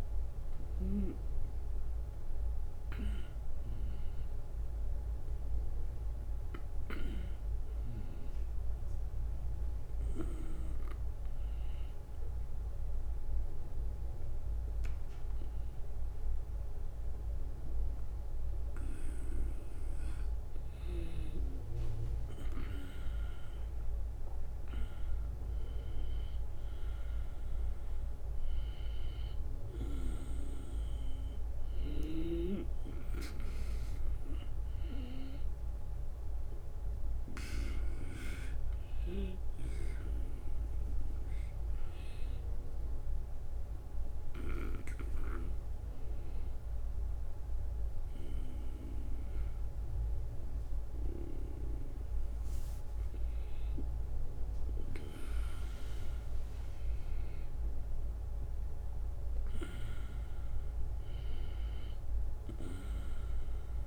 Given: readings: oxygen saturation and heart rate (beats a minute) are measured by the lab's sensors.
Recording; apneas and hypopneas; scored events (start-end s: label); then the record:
breathing in sleep by a room microphone; 2
8.50-19.50 s: hypopnea (oxygen 96% before, 94% lowest, heart rate 80 before, 74 extreme, up 5 after)
21.00-63.87 s: new sleep stage, N2 (light sleep)
23.00-28.00 s: arousal
36.50-53.50 s: hypopnea (oxygen 96% before, 93% lowest, heart rate 80 before, 72 extreme, up 7 after)
56.00-60.50 s: arousal
From the record:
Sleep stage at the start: N1 (lightest sleep); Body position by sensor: on the back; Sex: male